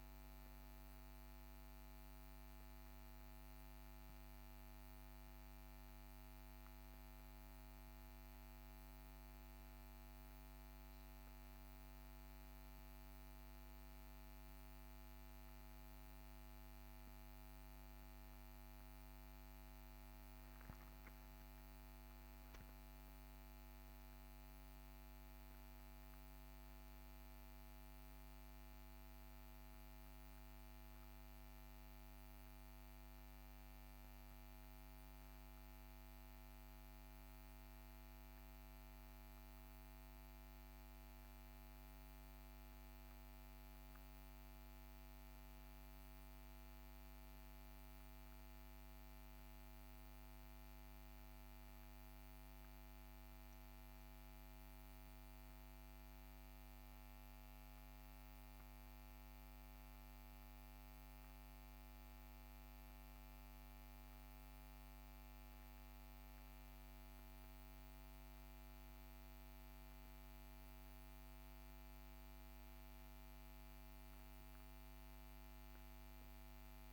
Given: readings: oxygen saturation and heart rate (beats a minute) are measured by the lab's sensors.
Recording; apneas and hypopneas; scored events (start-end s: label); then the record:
breathing in sleep, hard to hear, by a microphone on the trachea; none
none scored
From the record:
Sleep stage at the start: N1 (lightest sleep); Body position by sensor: on the back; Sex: male